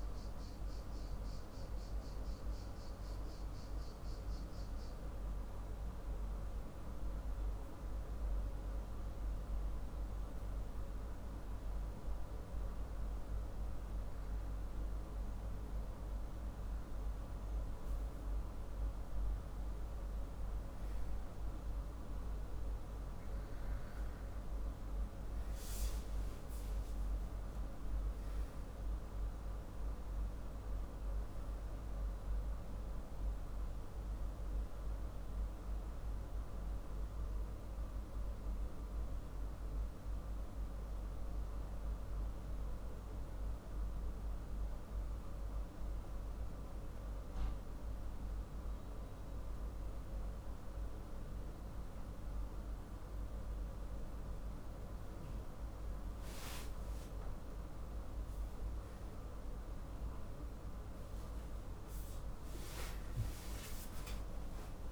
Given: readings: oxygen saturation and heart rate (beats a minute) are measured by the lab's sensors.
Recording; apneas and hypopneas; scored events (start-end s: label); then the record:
breathing in sleep, hard to hear, by a room microphone; 2
5.50-20.00 s: obstructive apnea (oxygen 97% before, 94% lowest, heart rate 60 before, 54 extreme, up 5 after)
22.00-25.50 s: arousal
40.50-54.00 s: obstructive apnea (oxygen 96% before, 94% lowest, heart rate 59 before, 55 extreme, up 3 after)
61.00-64.92 s: arousal
From the record:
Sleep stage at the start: N2 (light sleep); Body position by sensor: on the back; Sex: male